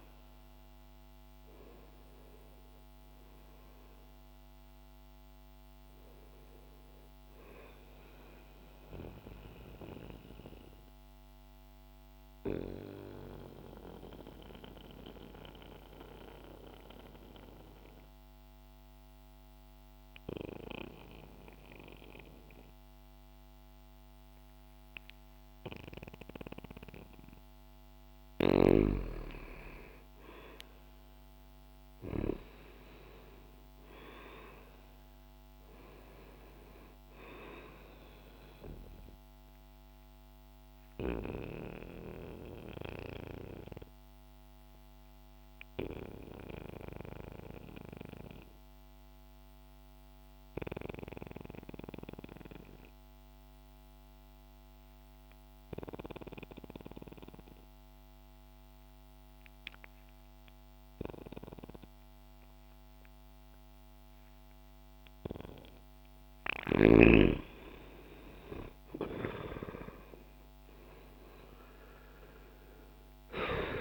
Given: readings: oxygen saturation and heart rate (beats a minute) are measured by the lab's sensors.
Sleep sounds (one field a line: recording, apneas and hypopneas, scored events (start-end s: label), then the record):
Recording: breathing in sleep by a microphone on the trachea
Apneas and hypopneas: 2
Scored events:
8.50-27.00 s: obstructive apnea (oxygen 96% before, 89% lowest, heart rate 64 before, 59 extreme, up 2 after)
19.00-28.00 s: oxygen desaturation (device-marked, oxygen 94% before, 89% lowest, heart rate 61 before, 59 extreme)
30.00-34.50 s: arousal
40.50-63.50 s: obstructive apnea (oxygen 97% before, 89% lowest, heart rate 63 before, 59 extreme, up 3 after)
53.00-62.00 s: oxygen desaturation (device-marked, oxygen 93% before, 89% lowest, heart rate 61 before, 60 extreme)
67.00-73.81 s: oxygen desaturation (device-marked, oxygen 96% before, 91% lowest, heart rate 62 before, 61 extreme)
67.50-72.50 s: arousal
From the record:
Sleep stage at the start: N2 (light sleep)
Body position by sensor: on the back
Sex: male